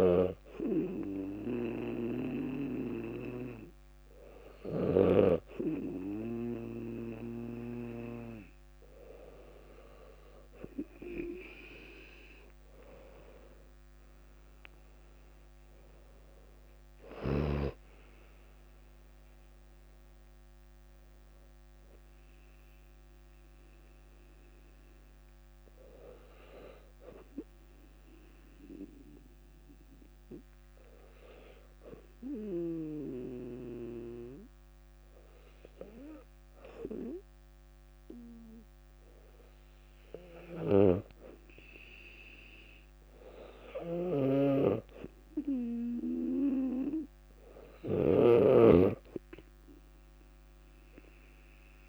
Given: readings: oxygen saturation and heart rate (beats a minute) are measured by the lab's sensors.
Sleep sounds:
breathing in sleep by a microphone on the trachea; 1
0.00-5.50 s: snoring (device-marked)
13.50-19.00 s: arousal
19.50-34.50 s: drop in pulse transit time (device-marked, heart rate 66 before, 58 extreme)
27.50-40.50 s: obstructive apnea (oxygen 97% before, 96% lowest, heart rate 65 before, 59 extreme, up 4 after)
42.50-46.50 s: arousal
44.00-48.50 s: snoring (device-marked)
From the record:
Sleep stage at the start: N2 (light sleep); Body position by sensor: on the back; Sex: female

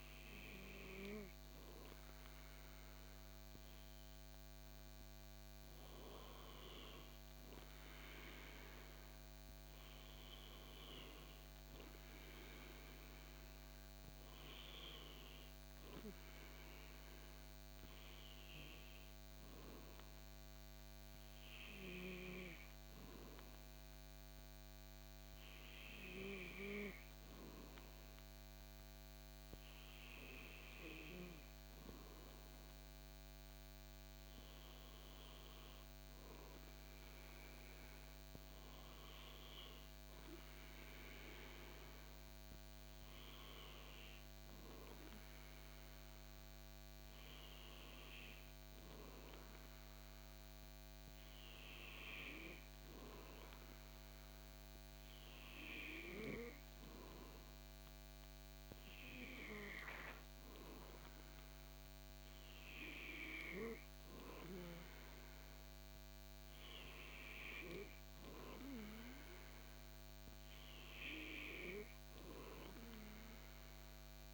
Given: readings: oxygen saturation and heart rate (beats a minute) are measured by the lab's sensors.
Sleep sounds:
breathing in sleep by a microphone on the trachea; none
none scored
From the record:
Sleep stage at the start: N2 (light sleep); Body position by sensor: on the back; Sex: male

